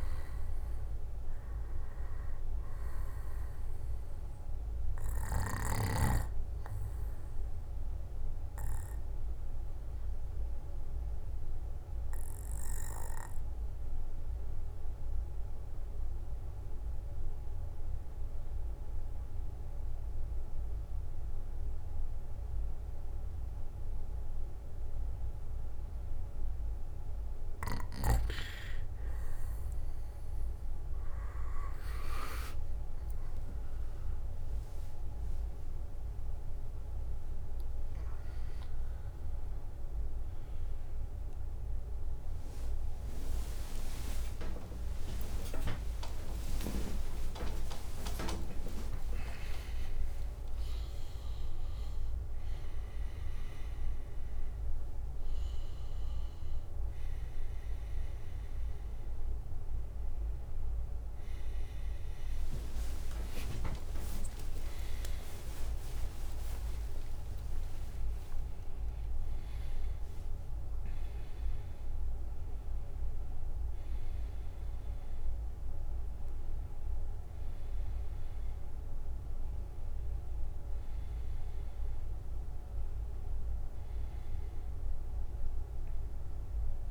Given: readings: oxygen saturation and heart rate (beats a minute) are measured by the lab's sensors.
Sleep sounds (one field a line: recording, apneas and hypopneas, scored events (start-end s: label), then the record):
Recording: a person awake in a sleep study, by a room microphone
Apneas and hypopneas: 1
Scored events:
0.00-15.00 s: oxygen desaturation (device-marked, oxygen 91% lowest, heart rate 52 extreme)
7.50-27.00 s: obstructive apnea (oxygen 98% before, 89% lowest, heart rate 65 before, 52 extreme, up 13 after)
25.00-85.00 s: new sleep stage, awake
30.00-61.00 s: oxygen desaturation (device-marked, oxygen 97% before, 89% lowest, heart rate 57 before, 59 extreme)
33.00-47.00 s: drop in pulse transit time (device-marked, heart rate 59 before, 68 extreme)
33.50-38.50 s: leg movement (device-marked)
38.50-40.00 s: leg movement (device-marked)
42.00-51.50 s: leg movement (device-marked)
43.00-50.00 s: tachycardia (device-marked, heart rate 62 before, 150 extreme)
44.50-46.50 s: long interval between heartbeats (device-marked, heart rate 66 before, 89 extreme)
47.00-49.00 s: long interval between heartbeats (device-marked, heart rate 71 before, 124 extreme)
51.00-53.00 s: long interval between heartbeats (device-marked, heart rate 87 before, 133 extreme)
62.00-65.00 s: leg movement (device-marked)
63.00-70.00 s: tachycardia (device-marked, heart rate 63 before, 139 extreme)
64.50-66.50 s: long interval between heartbeats (device-marked, heart rate 97 before, 93 extreme)
67.00-69.00 s: long interval between heartbeats (device-marked, heart rate 98 before, 128 extreme)
85.00-86.91 s: new sleep stage, N1 (lightest sleep)
From the record:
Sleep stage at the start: N2 (light sleep)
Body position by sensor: on the back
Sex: male